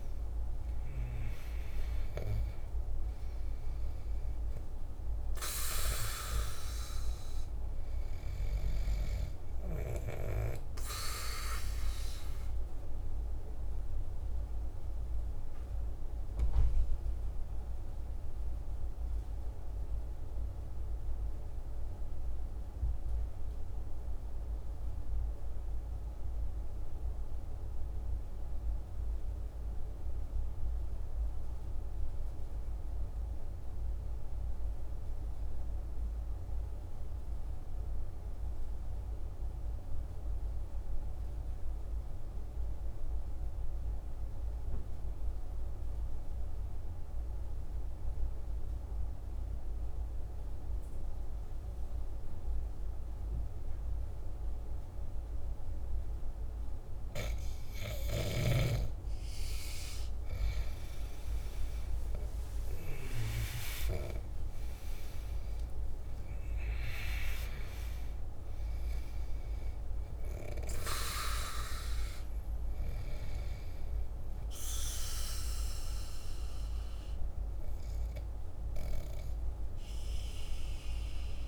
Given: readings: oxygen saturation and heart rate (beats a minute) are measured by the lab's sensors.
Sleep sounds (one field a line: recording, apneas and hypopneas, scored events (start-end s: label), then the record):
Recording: breathing in sleep by a room microphone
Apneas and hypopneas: 1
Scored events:
0.00-27.00 s: oxygen desaturation (device-marked, oxygen 87% lowest, heart rate 46 extreme)
11.00-57.50 s: obstructive apnea (oxygen 98% before, 82% lowest, heart rate 53 before, 46 extreme, up 13 after)
44.00-81.48 s: oxygen desaturation (device-marked, oxygen 98% before, 82% lowest, heart rate 48 before, 47 extreme)
60.50-66.00 s: arousal
From the record:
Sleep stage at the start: N2 (light sleep)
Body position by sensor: on the back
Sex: male